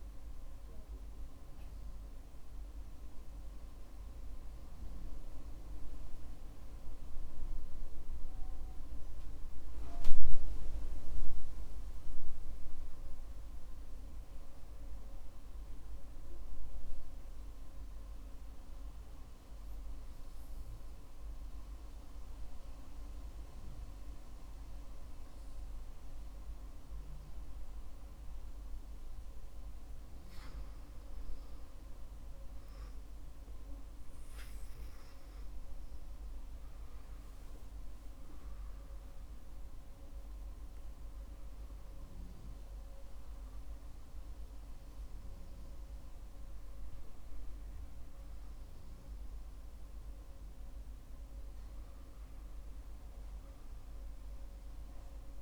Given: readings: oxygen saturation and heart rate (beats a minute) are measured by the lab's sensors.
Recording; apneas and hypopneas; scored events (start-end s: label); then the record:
breathing in sleep, hard to hear, by a room microphone; 1
17.50-29.00 s: hypopnea (oxygen 97% before, 94% lowest, heart rate 57 before, 50 extreme, up 22 after)
31.50-35.50 s: arousal
From the record:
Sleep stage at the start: N2 (light sleep); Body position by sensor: on the back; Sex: male